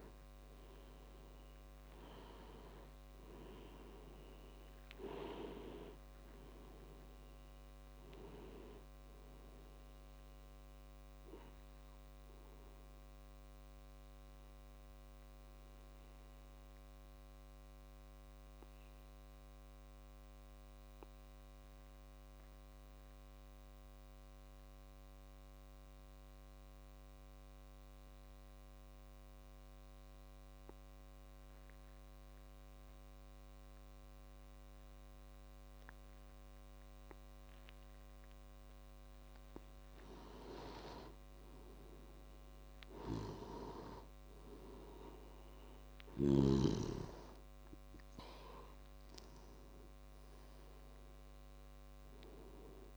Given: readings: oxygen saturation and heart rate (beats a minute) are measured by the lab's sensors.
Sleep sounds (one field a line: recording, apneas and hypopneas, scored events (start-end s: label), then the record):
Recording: breathing in sleep by a microphone on the trachea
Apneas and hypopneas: 1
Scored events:
0.00-25.50 s: oxygen desaturation (device-marked, oxygen 89% lowest)
14.50-38.50 s: obstructive apnea (oxygen 97% before, 89% lowest)
40.00-45.00 s: arousal
40.50-52.97 s: oxygen desaturation (device-marked, oxygen 98% before, 89% lowest)
From the record:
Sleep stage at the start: N2 (light sleep)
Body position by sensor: on the back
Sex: male